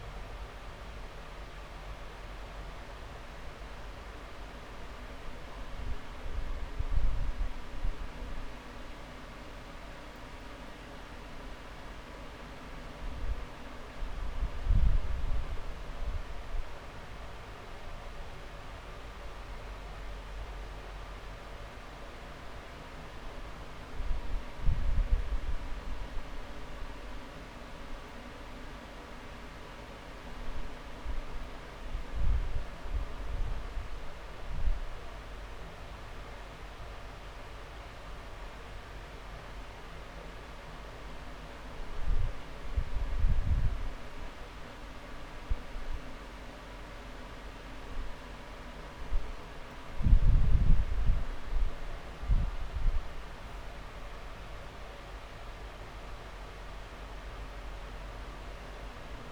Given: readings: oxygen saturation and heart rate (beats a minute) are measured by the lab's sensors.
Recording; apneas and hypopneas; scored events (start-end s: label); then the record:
breathing in sleep, hard to hear, by a room microphone; none
0.50-9.50 s: drop in pulse transit time (device-marked, heart rate 40 before, 34 extreme)
2.00-4.00 s: long interval between heartbeats (device-marked, heart rate 41 before, 39 extreme)
4.50-6.50 s: long interval between heartbeats (device-marked, heart rate 40 before, 40 extreme)
12.50-14.50 s: long interval between heartbeats (device-marked, heart rate 37 before, 31 extreme)
15.00-17.00 s: long interval between heartbeats (device-marked, heart rate 37 before, 36 extreme)
18.00-20.00 s: long interval between heartbeats (device-marked, heart rate 37 before, 43 extreme)
20.50-22.50 s: long interval between heartbeats (device-marked, heart rate 37 before, 50 extreme)
21.50-26.50 s: drop in pulse transit time (device-marked, heart rate 37 before, 37 extreme)
26.00-28.00 s: long interval between heartbeats (device-marked, heart rate 38 before, 37 extreme)
44.00-46.00 s: long interval between heartbeats (device-marked)
45.50-46.50 s: drop in pulse transit time (device-marked)
47.00-49.00 s: long interval between heartbeats (device-marked)
49.50-54.50 s: drop in pulse transit time (device-marked)
50.00-52.00 s: long interval between heartbeats (device-marked)
55.50-57.50 s: long interval between heartbeats (device-marked, heart rate 31 before, 39 extreme)
From the record:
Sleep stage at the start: N2 (light sleep); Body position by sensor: on the back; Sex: male